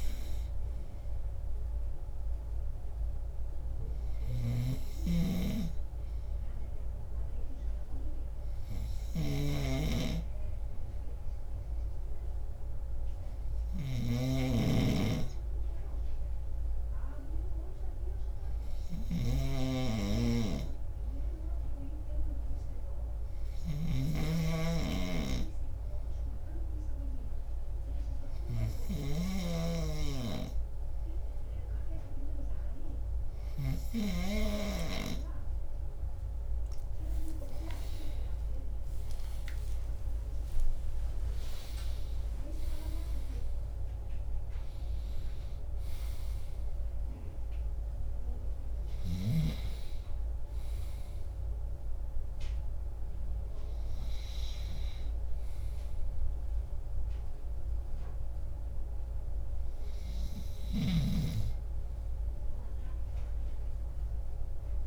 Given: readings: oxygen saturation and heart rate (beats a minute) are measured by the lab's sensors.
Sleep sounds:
breathing in sleep by a room microphone; 1
4.00-24.50 s: snoring (device-marked)
8.00-35.50 s: hypopnea (oxygen 98% before, 96% lowest)
37.50-42.00 s: arousal
From the record:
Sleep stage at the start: N2 (light sleep); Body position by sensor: on the left side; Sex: male

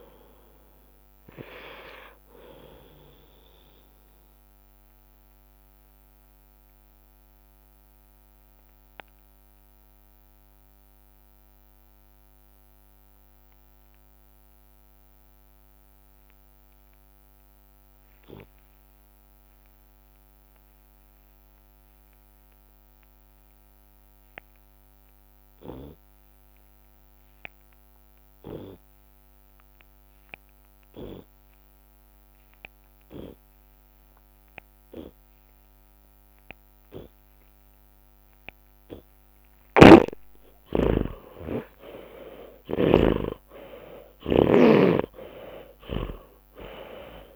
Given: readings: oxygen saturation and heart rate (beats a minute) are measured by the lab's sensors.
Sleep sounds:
breathing in sleep by a microphone on the trachea; 1
0.00-1.50 s: long interval between heartbeats (device-marked, heart rate 133 extreme)
0.00-4.00 s: tachycardia (device-marked, heart rate 147 extreme)
0.00-8.00 s: drop in pulse transit time (device-marked)
4.00-39.50 s: obstructive apnea (oxygen 97% before, 71% lowest)
13.00-31.00 s: oxygen desaturation (device-marked, oxygen 96% before, 73% lowest, heart rate 96 before, 55 extreme)
19.00-21.00 s: long interval between heartbeats (device-marked, heart rate 74 before, 68 extreme)
21.00-23.00 s: long interval between heartbeats (device-marked, heart rate 67 before, 77 extreme)
33.00-35.00 s: long interval between heartbeats (device-marked, heart rate 61 before, 65 extreme)
35.00-37.00 s: long interval between heartbeats (device-marked, heart rate 64 before, 78 extreme)
36.00-44.00 s: tachycardia (device-marked, heart rate 78 before, 117 extreme)
37.00-39.00 s: long interval between heartbeats (device-marked, heart rate 66 before, 85 extreme)
39.00-41.00 s: long interval between heartbeats (device-marked, heart rate 68 before, 103 extreme)
39.50-43.00 s: snoring (device-marked)
41.50-43.50 s: long interval between heartbeats (device-marked, heart rate 72 before, 106 extreme)
41.50-47.00 s: arousal
44.50-46.50 s: long interval between heartbeats (device-marked, heart rate 77 before, 107 extreme)
45.00-47.36 s: tachycardia (device-marked, heart rate 79 before, 129 extreme)
From the record:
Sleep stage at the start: N2 (light sleep); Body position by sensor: on the back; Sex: male

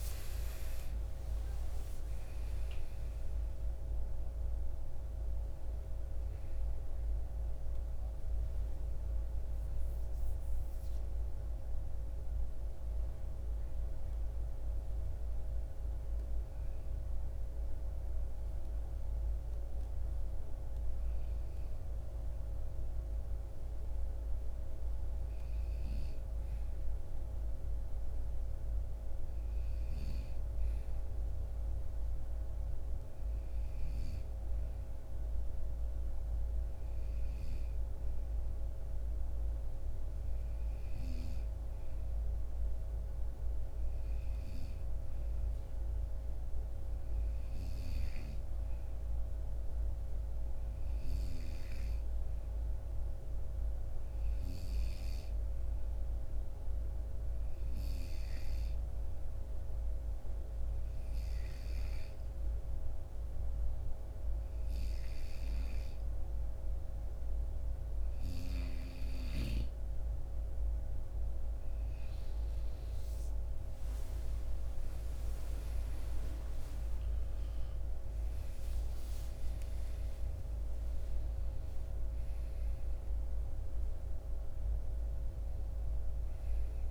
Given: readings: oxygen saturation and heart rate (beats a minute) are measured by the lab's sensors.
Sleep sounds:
breathing in sleep, hard to hear, by a room microphone; 2
0.00-1.00 s: arousal
13.00-24.00 s: hypopnea (oxygen 95% before, 89% lowest, heart rate 66 before, 52 extreme, up 4 after)
24.50-28.00 s: arousal
36.50-46.50 s: oxygen desaturation (device-marked, oxygen 97% before, 93% lowest, heart rate 54 before, 58 extreme)
44.00-68.50 s: hypopnea (oxygen 97% before, 88% lowest, heart rate 56 before, 54 extreme, up 16 after)
75.00-79.00 s: arousal
76.50-86.91 s: oxygen desaturation (device-marked, oxygen 91% before, 88% lowest, heart rate 63 before, 51 extreme)
From the record:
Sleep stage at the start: N2 (light sleep); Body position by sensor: on the right side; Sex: male

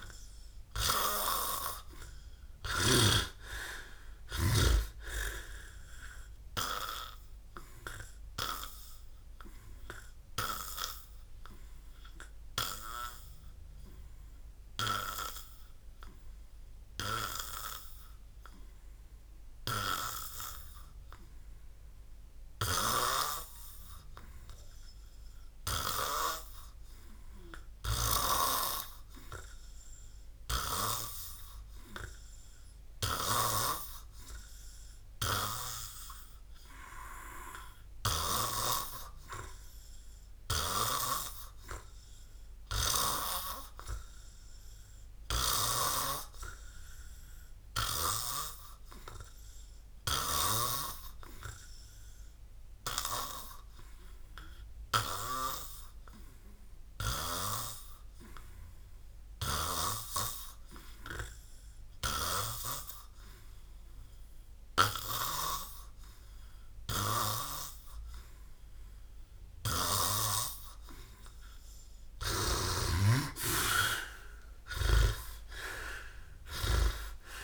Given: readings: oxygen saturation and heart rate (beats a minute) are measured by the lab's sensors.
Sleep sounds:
breathing in sleep by a room microphone; 2
0.00-3.00 s: arousal
9.00-23.00 s: hypopnea (oxygen 99% before, 87% lowest, heart rate 61 before, 56 extreme, up 1 after)
14.50-34.50 s: oxygen desaturation (device-marked, oxygen 98% before, 90% lowest, heart rate 62 before, 56 extreme)
24.00-29.00 s: arousal
39.00-56.00 s: hypopnea (oxygen 98% before, 87% lowest, heart rate 58 before, 57 extreme, up 3 after)
41.50-71.50 s: oxygen desaturation (device-marked, oxygen 97% before, 87% lowest, heart rate 58 before, 57 extreme)
74.00-77.44 s: arousal
74.50-77.44 s: snoring (device-marked)
From the record:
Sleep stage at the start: N2 (light sleep); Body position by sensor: on the back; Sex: male

